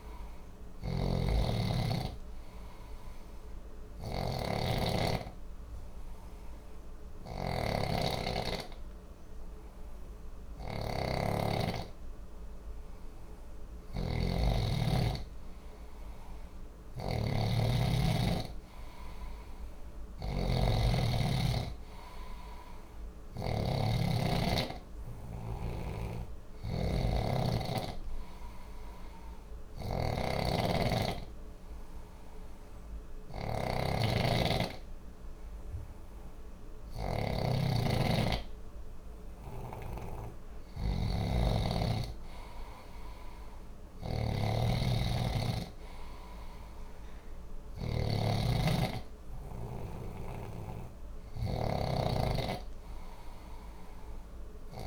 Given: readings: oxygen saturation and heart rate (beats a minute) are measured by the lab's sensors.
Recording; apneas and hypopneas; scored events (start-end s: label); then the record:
breathing in sleep by a room microphone; 2
0.00-23.50 s: snoring (device-marked)
3.50-13.50 s: hypopnea (oxygen 95% before, 91% lowest, heart rate 60 before, 59 extreme, up 1 after)
15.00-18.50 s: arousal
25.50-54.87 s: snoring (device-marked)
29.50-40.50 s: hypopnea (oxygen 93% before, 92% lowest, heart rate 60 before, 59 extreme, up 2 after)
43.50-47.00 s: arousal
From the record:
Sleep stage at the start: N2 (light sleep); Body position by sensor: on the back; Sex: male